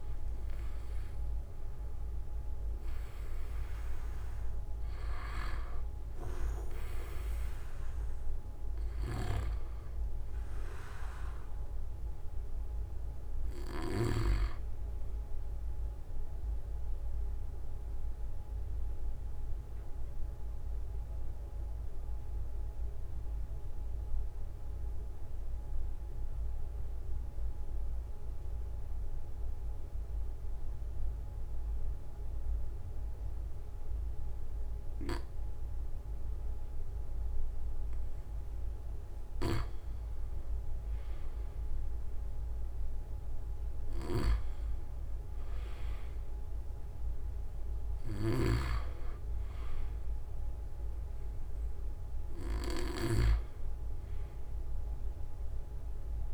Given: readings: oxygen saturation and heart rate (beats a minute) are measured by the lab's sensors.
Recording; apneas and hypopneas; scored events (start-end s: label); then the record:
breathing in sleep by a room microphone; 1
0.00-3.50 s: arousal
0.00-26.00 s: oxygen desaturation (device-marked, oxygen 98% before, 91% lowest)
8.50-14.00 s: snoring (device-marked)
16.50-38.00 s: obstructive apnea (oxygen 98% before, 91% lowest)
31.00-33.00 s: long interval between heartbeats (device-marked)
37.50-39.50 s: long interval between heartbeats (device-marked)
40.50-45.00 s: arousal
42.50-44.50 s: long interval between heartbeats (device-marked)
46.00-56.34 s: oxygen desaturation (device-marked, oxygen 97% before, 93% lowest)
48.00-56.34 s: snoring (device-marked)
From the record:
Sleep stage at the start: N2 (light sleep); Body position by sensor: on the back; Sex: male